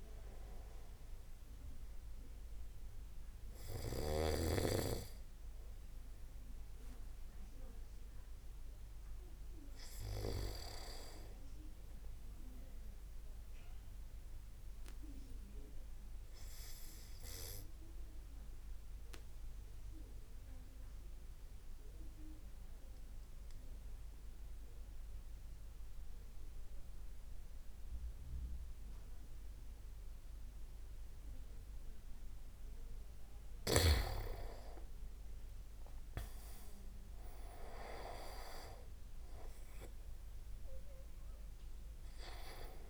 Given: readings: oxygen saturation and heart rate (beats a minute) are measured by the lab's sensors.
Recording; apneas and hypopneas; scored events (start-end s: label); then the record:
breathing in sleep by a room microphone; 1
0.00-16.50 s: tachycardia (device-marked, heart rate 200 extreme)
18.00-33.50 s: obstructive apnea (oxygen 98% before, 94% lowest)
36.00-40.50 s: arousal
38.50-42.90 s: oxygen desaturation (device-marked, oxygen 97% before, 94% lowest)
From the record:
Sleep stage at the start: N2 (light sleep); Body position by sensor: on the back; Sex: male